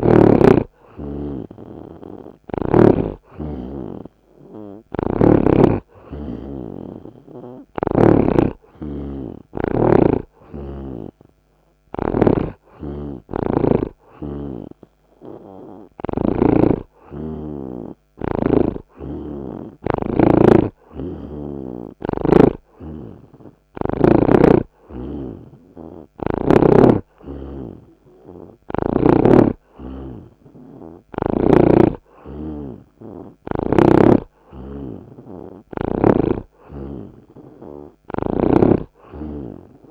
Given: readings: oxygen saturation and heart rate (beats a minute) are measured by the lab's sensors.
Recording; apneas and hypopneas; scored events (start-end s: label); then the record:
breathing in sleep by a microphone on the trachea; none
5.00-8.50 s: snoring (device-marked)
13.00-16.50 s: snoring (device-marked)
21.00-24.50 s: snoring (device-marked)
From the record:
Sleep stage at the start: N2 (light sleep); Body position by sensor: on the right side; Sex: male